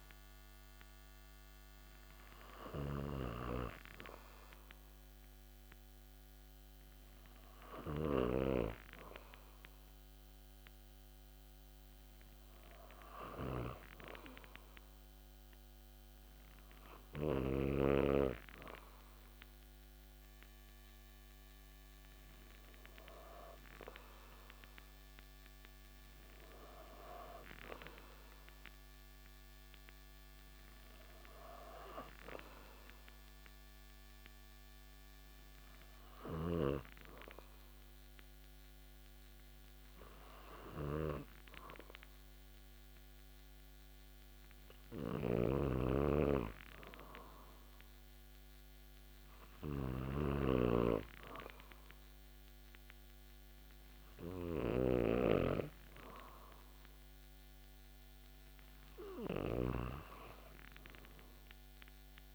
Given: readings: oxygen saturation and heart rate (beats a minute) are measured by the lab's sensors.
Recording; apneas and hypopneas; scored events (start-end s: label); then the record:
breathing in sleep by a microphone on the trachea; 1
0.00-1.50 s: oxygen desaturation (device-marked, oxygen 93% lowest)
2.50-8.50 s: snoring (device-marked)
32.00-57.00 s: hypopnea (oxygen 96% before, 93% lowest)
45.00-55.50 s: snoring (device-marked)
57.50-62.34 s: oxygen desaturation (device-marked, oxygen 96% before, 94% lowest)
60.50-62.34 s: arousal
From the record:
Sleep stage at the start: N2 (light sleep); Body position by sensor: on the back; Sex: male